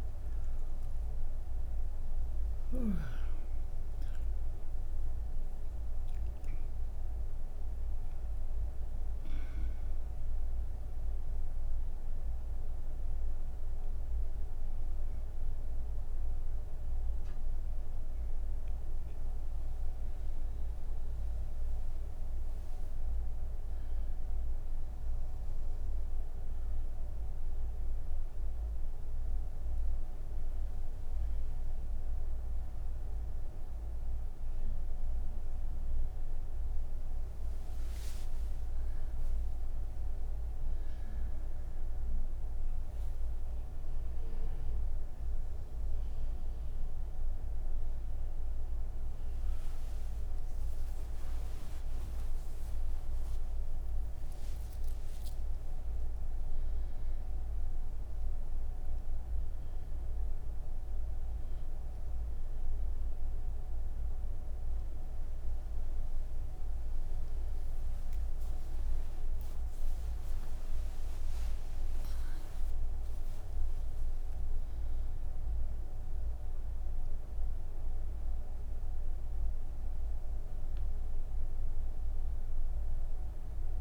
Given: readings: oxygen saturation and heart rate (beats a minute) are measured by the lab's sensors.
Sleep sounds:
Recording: breathing in sleep, hard to hear, by a room microphone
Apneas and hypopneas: none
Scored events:
79.00-83.81 s: new sleep stage, N1 (lightest sleep)
From the record:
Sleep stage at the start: N3 (deep sleep)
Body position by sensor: on the right side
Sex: female

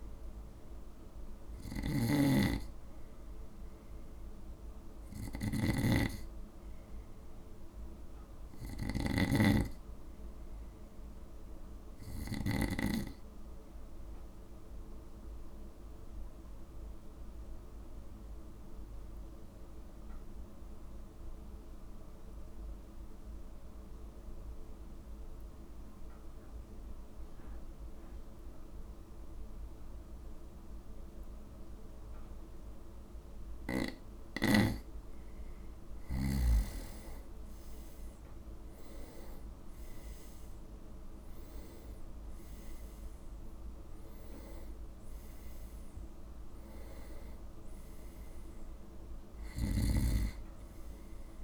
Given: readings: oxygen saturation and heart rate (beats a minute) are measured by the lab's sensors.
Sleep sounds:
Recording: breathing in sleep by a room microphone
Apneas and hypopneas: 1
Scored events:
0.00-12.50 s: snoring (device-marked)
7.00-10.50 s: arousal
14.00-35.00 s: obstructive apnea (oxygen 97% before, 89% lowest, heart rate 54 before, 53 extreme, up 9 after)
36.50-40.00 s: arousal
From the record:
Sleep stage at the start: N2 (light sleep)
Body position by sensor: on the right side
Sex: male

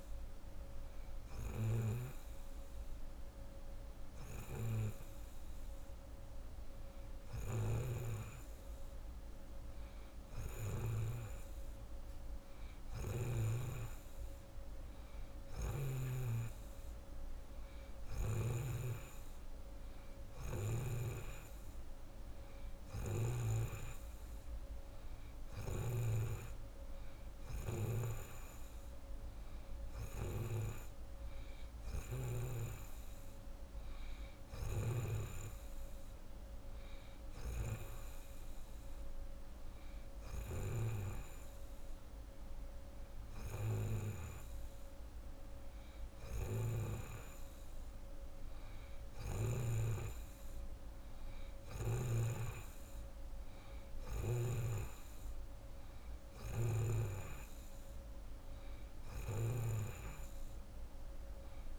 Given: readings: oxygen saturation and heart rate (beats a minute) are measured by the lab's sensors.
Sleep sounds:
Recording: breathing in sleep by a room microphone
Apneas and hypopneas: none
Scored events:
7.50-11.00 s: snoring (device-marked)
46.00-49.50 s: snoring (device-marked)
From the record:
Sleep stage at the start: N2 (light sleep)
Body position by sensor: on the right side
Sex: female

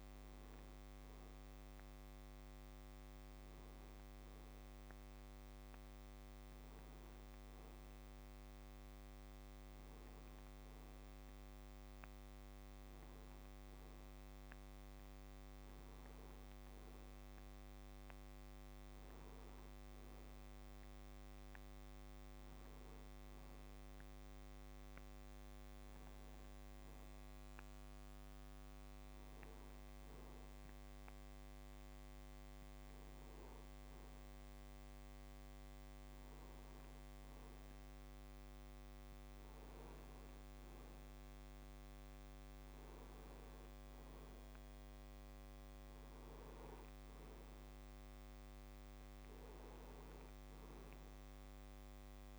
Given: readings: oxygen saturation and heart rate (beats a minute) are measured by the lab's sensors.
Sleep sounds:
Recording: breathing in sleep, hard to hear, by a microphone on the trachea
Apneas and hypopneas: none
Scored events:
25.50-52.39 s: new sleep stage, N2 (light sleep)
From the record:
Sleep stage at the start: N1 (lightest sleep)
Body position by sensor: on the back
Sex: male

